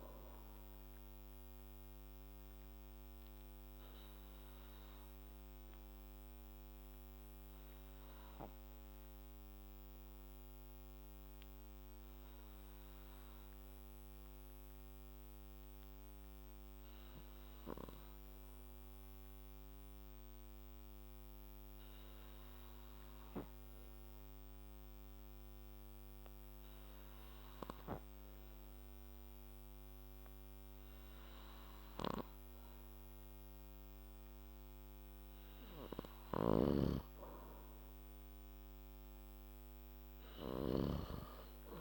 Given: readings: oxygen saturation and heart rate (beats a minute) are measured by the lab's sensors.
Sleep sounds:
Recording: breathing in sleep by a microphone on the trachea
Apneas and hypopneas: 1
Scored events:
6.00-34.50 s: obstructive apnea (oxygen 98% before, 89% lowest, heart rate 60 before, 53 extreme, up 4 after)
33.50-41.81 s: oxygen desaturation (device-marked, oxygen 97% before, 90% lowest, heart rate 57 before, 58 extreme)
36.50-41.00 s: snoring (device-marked)
38.00-40.50 s: arousal
From the record:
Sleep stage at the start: N2 (light sleep)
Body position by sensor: on the back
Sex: male

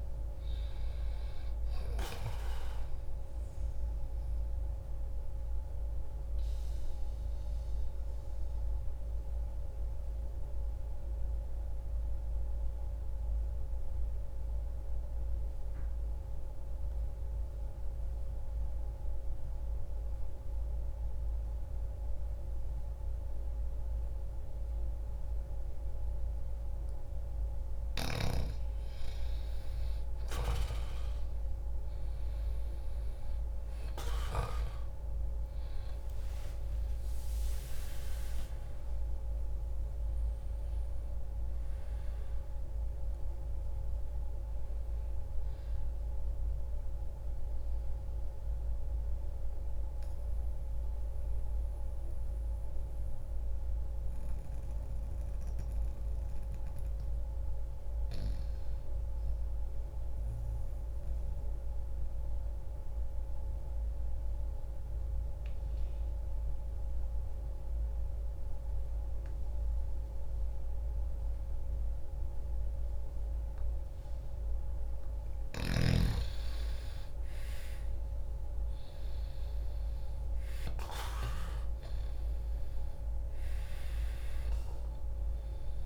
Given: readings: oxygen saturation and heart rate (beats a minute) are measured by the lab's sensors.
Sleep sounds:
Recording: breathing in sleep, hard to hear, by a room microphone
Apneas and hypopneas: 2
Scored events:
4.50-26.50 s: obstructive apnea (oxygen 94% before, 89% lowest, heart rate 65 before, 61 extreme, up 3 after)
14.00-25.00 s: oxygen desaturation (device-marked, oxygen 92% before, 89% lowest, heart rate 65 before, 61 extreme)
31.50-36.00 s: arousal
32.00-48.00 s: oxygen desaturation (device-marked, oxygen 96% before, 90% lowest, heart rate 62 before, 62 extreme)
48.00-75.00 s: mixed apnea (oxygen 96% before, 85% lowest, heart rate 68 before, 60 extreme, up 8 after)
50.00-67.00 s: oxygen desaturation (device-marked, oxygen 95% before, 89% lowest, heart rate 69 before, 60 extreme)
76.00-85.86 s: oxygen desaturation (device-marked, oxygen 98% before, 85% lowest, heart rate 66 before, 61 extreme)
77.00-82.00 s: arousal
From the record:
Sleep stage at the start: N2 (light sleep)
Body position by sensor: on the back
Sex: male

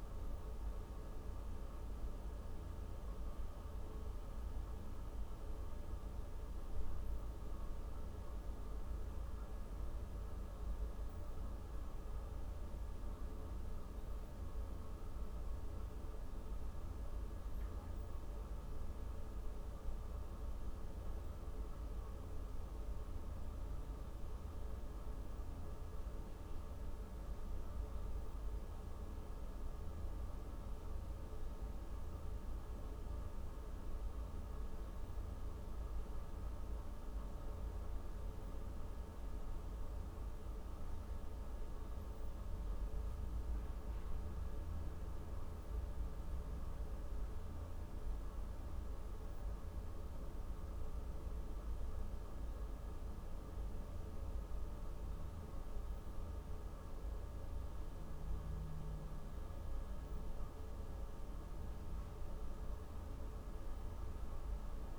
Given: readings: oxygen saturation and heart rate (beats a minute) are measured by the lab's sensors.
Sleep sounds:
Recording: breathing in sleep, hard to hear, by a room microphone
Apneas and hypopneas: none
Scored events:
52.50-57.50 s: arousal
From the record:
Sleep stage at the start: N1 (lightest sleep)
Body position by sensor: on the back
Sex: female

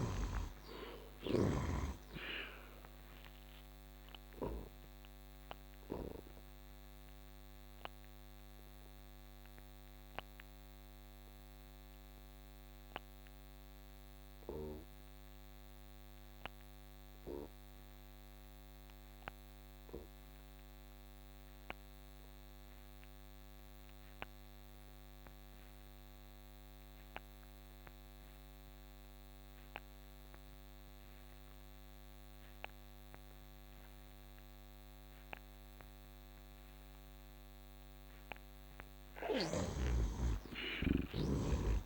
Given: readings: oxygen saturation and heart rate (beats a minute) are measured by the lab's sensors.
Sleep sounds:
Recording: breathing in sleep by a microphone on the trachea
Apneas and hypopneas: 1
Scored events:
0.00-23.00 s: oxygen desaturation (device-marked, oxygen 57% lowest, heart rate 68 extreme)
3.50-37.50 s: obstructive apnea (oxygen 92% before, 54% lowest, heart rate 77 before, 68 extreme, up 19 after)
25.00-41.85 s: oxygen desaturation (device-marked, oxygen 87% before, 54% lowest, heart rate 73 before, 71 extreme)
39.50-41.85 s: arousal
From the record:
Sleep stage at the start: N2 (light sleep)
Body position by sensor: on the back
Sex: male

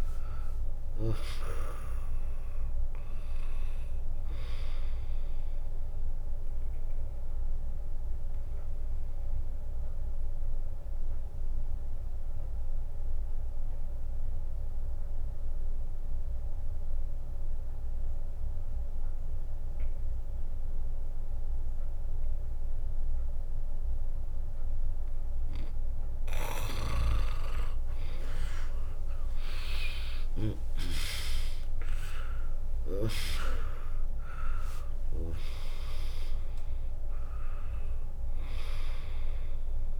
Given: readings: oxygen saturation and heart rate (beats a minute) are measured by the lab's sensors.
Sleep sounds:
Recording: breathing in sleep by a room microphone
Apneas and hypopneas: 1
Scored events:
0.00-16.00 s: drop in pulse transit time (device-marked, heart rate 68 extreme)
7.00-26.00 s: mixed apnea (oxygen 99% before, 95% lowest, heart rate 68 before, 55 extreme, up 15 after)
17.00-28.00 s: bradycardia (device-marked, heart rate 75 before, 55 extreme)
30.00-34.00 s: arousal
32.00-40.00 s: drop in pulse transit time (device-marked, heart rate 64 before, 67 extreme)
33.00-40.00 s: oxygen desaturation (device-marked, oxygen 99% before, 95% lowest, heart rate 63 before, 56 extreme)
From the record:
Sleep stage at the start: N2 (light sleep)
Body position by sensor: on the right side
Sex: female

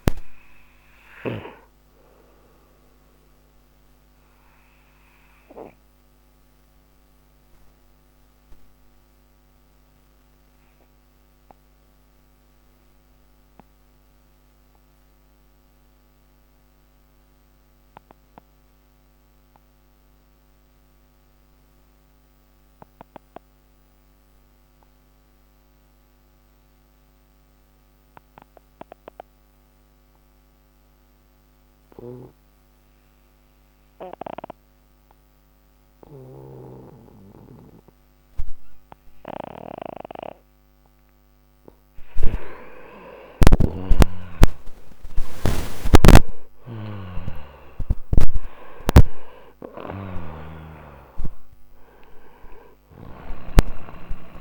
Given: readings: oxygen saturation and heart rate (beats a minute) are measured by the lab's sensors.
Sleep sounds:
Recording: breathing in sleep by a microphone on the trachea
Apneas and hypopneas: 1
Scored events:
0.00-22.50 s: oxygen desaturation (device-marked, oxygen 86% lowest, heart rate 58 extreme)
4.50-36.50 s: mixed apnea (oxygen 97% before, 86% lowest, heart rate 83 before, 40 extreme, up 34 after)
43.00-50.00 s: snoring (device-marked)
43.50-49.00 s: arousal
From the record:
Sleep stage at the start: N2 (light sleep)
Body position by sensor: on the right side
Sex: male

